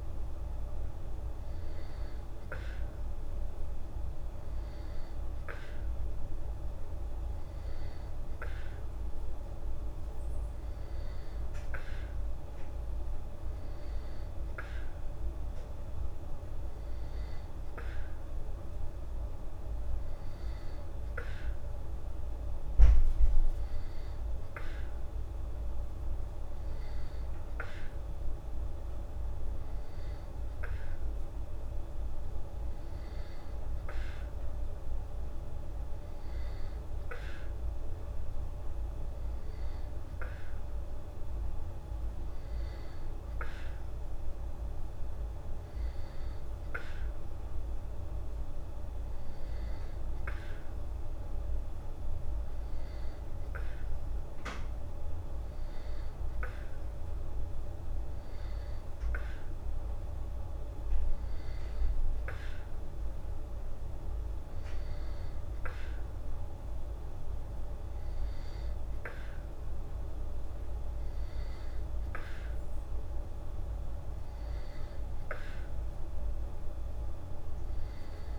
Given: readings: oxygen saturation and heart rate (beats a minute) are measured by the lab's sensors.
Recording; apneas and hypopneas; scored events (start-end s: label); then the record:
breathing in sleep, hard to hear, by a room microphone; none
none scored
From the record:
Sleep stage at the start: N2 (light sleep); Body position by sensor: on the back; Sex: female